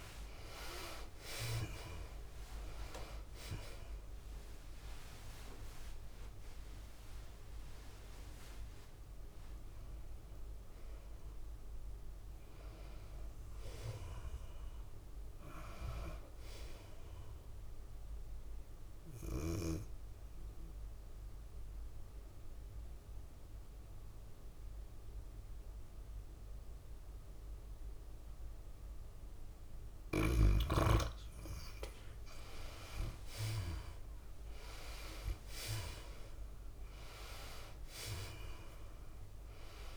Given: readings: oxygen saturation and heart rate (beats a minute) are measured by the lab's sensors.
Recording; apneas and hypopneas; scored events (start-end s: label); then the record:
breathing in sleep by a room microphone; 1
0.00-1.00 s: long interval between heartbeats (device-marked, heart rate 91 extreme)
0.00-1.50 s: arousal
0.00-16.00 s: oxygen desaturation (device-marked, oxygen 71% lowest, heart rate 91 extreme)
1.00-16.00 s: drop in pulse transit time (device-marked, heart rate 95 before, 93 extreme)
3.00-24.00 s: tachycardia (device-marked, heart rate 107 before, 108 extreme)
19.50-30.00 s: obstructive apnea (oxygen 97% before, 75% lowest, heart rate 102 before, 97 extreme, up 2 after)
32.50-36.50 s: arousal
33.50-35.50 s: long interval between heartbeats (device-marked, heart rate 102 before, 98 extreme)
34.00-36.00 s: tachycardia (device-marked, heart rate 107 before, 99 extreme)
35.00-39.97 s: oxygen desaturation (device-marked, oxygen 95% before, 82% lowest, heart rate 101 before, 92 extreme)
37.00-39.97 s: tachycardia (device-marked, heart rate 107 before, 105 extreme)
From the record:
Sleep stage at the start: N2 (light sleep); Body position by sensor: on the back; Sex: female